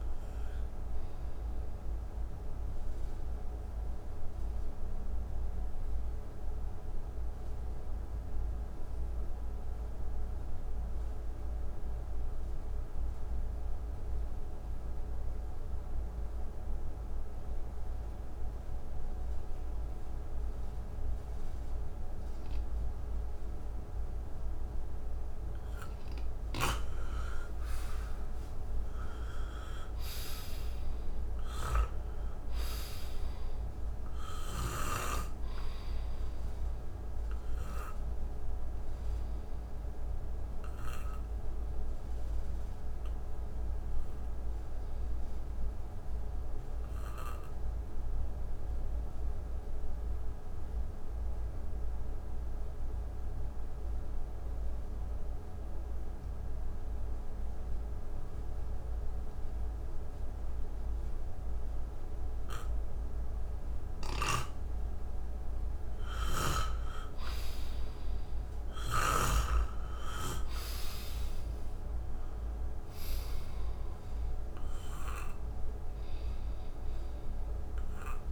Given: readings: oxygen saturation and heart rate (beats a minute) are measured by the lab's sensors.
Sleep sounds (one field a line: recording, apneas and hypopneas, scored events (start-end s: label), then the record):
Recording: breathing in sleep by a room microphone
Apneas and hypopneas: 2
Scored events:
0.00-14.00 s: oxygen desaturation (device-marked, oxygen 85% lowest, heart rate 59 extreme)
0.50-24.50 s: obstructive apnea (oxygen 99% before, 83% lowest, heart rate 73 before, 59 extreme, up 8 after)
22.00-50.00 s: oxygen desaturation (device-marked, oxygen 98% before, 83% lowest, heart rate 61 before, 59 extreme)
26.50-35.00 s: snoring (device-marked)
27.50-31.50 s: arousal
38.00-65.50 s: obstructive apnea (oxygen 98% before, 79% lowest, heart rate 67 before, 58 extreme, up 5 after)
64.00-69.50 s: snoring (device-marked)
66.00-78.32 s: oxygen desaturation (device-marked, oxygen 97% before, 84% lowest, heart rate 66 before, 58 extreme)
67.50-72.00 s: arousal
From the record:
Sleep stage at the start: N2 (light sleep)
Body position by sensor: on the back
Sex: male